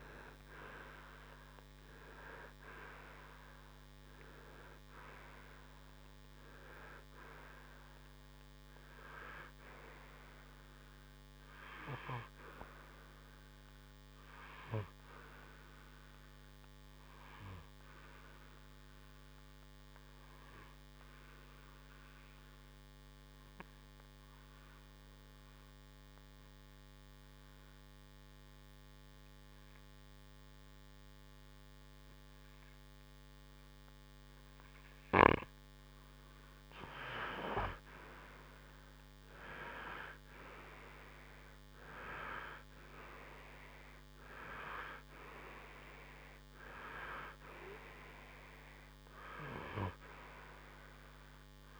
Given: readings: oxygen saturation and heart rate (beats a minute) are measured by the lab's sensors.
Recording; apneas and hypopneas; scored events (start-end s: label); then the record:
breathing in sleep by a microphone on the trachea; 1
0.00-12.50 s: oxygen desaturation (device-marked, oxygen 91% lowest, heart rate 58 extreme)
19.50-35.00 s: obstructive apnea (oxygen 95% before, 90% lowest, heart rate 66 before, 59 extreme, up 8 after)
37.00-40.50 s: arousal
From the record:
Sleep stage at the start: N2 (light sleep); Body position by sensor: on the right side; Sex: male